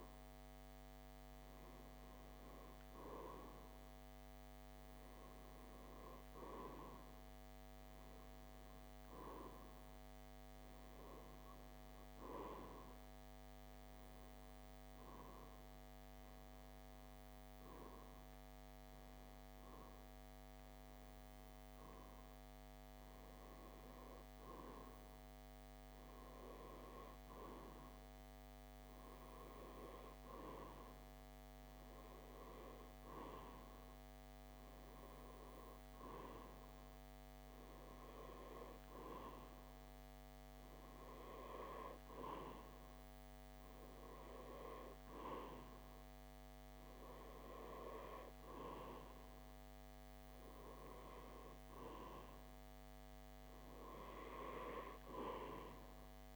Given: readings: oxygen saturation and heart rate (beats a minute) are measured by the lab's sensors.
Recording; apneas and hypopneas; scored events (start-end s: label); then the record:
breathing in sleep by a microphone on the trachea; none
none scored
From the record:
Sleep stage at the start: REM sleep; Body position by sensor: on the back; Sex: male